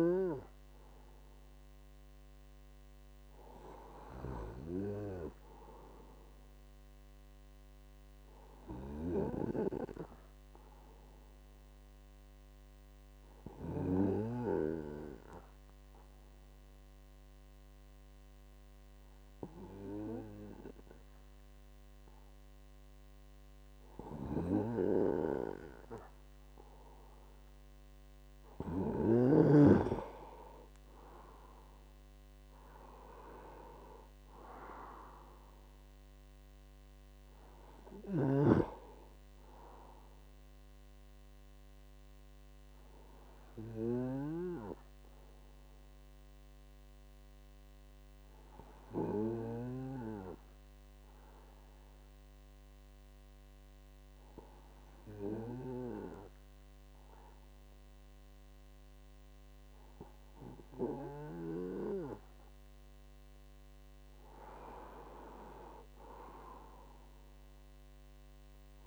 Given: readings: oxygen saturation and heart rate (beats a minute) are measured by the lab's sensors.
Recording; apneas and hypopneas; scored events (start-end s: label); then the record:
breathing in sleep by a microphone on the trachea; 2
5.00-8.50 s: arousal
12.50-24.50 s: obstructive apnea (oxygen 98% before, 94% lowest, heart rate 59 before, 49 extreme, up 13 after)
30.50-34.00 s: arousal
33.50-54.50 s: oxygen desaturation (device-marked, oxygen 97% before, 94% lowest, heart rate 66 before, 49 extreme)
45.00-61.00 s: hypopnea (oxygen 97% before, 94% lowest, heart rate 67 before, 49 extreme, up 16 after)
63.00-66.00 s: arousal
From the record:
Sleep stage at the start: N2 (light sleep); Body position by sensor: on the right side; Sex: male